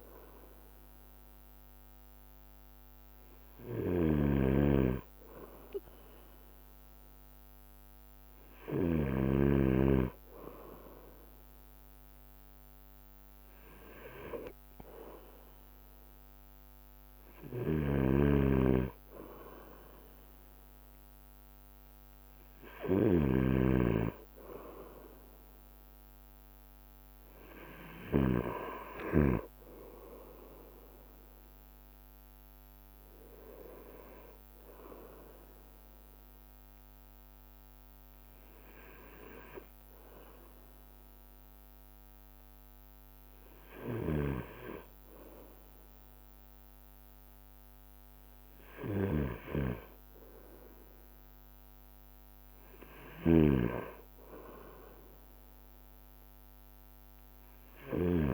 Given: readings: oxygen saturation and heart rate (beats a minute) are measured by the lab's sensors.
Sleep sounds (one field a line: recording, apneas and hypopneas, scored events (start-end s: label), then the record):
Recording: breathing in sleep by a microphone on the trachea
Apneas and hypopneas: none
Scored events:
0.00-9.50 s: snoring (device-marked)
3.00-39.00 s: bradycardia (device-marked)
3.50-5.50 s: long interval between heartbeats (device-marked, heart rate 45 before, 60 extreme)
8.00-15.00 s: drop in pulse transit time (device-marked, heart rate 50 before, 33 extreme)
8.50-10.50 s: long interval between heartbeats (device-marked, heart rate 50 before, 43 extreme)
12.50-14.50 s: long interval between heartbeats (device-marked, heart rate 50 before, 41 extreme)
14.50-16.50 s: long interval between heartbeats (device-marked, heart rate 50 before, 53 extreme)
18.00-29.00 s: snoring (device-marked)
21.00-23.00 s: long interval between heartbeats (device-marked)
24.00 s: drop in pulse transit time (device-marked)
26.00-38.00 s: drop in pulse transit time (device-marked)
30.00-32.00 s: long interval between heartbeats (device-marked, heart rate 34 before, 35 extreme)
33.50-35.50 s: long interval between heartbeats (device-marked, heart rate 35 before, 47 extreme)
40.50-42.50 s: long interval between heartbeats (device-marked, heart rate 33 before, 52 extreme)
44.50-58.34 s: snoring (device-marked)
48.00-58.34 s: bradycardia (device-marked, heart rate 36 before, 30 extreme)
49.50-51.50 s: long interval between heartbeats (device-marked, heart rate 51 before, 61 extreme)
53.00-55.00 s: long interval between heartbeats (device-marked, heart rate 55 before, 53 extreme)
From the record:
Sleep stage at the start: N2 (light sleep)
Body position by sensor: on the right side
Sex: male